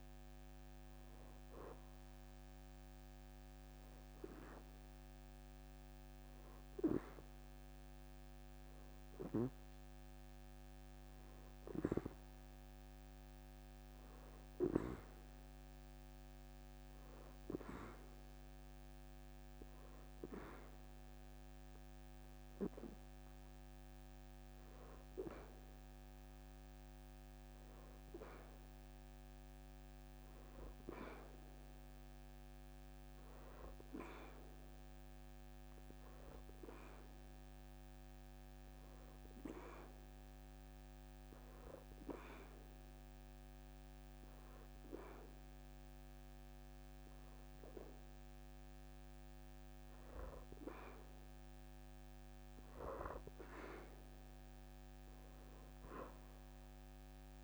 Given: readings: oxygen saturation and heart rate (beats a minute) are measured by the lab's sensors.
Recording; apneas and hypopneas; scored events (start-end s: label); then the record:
breathing in sleep by a microphone on the trachea; 2
15.00-25.00 s: hypopnea (oxygen 93% before, 87% lowest, heart rate 83 before, 81 extreme, up 3 after)
19.50-25.50 s: oxygen desaturation (device-marked, oxygen 93% before, 90% lowest, heart rate 83 before, 81 extreme)
27.00-31.50 s: arousal
33.50-43.50 s: oxygen desaturation (device-marked, oxygen 91% before, 88% lowest, heart rate 82 before, 81 extreme)
38.50-49.50 s: hypopnea (oxygen 93% before, 87% lowest, heart rate 82 before, 78 extreme, up 5 after)
54.00-57.44 s: arousal
From the record:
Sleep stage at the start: N2 (light sleep); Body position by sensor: on the back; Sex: female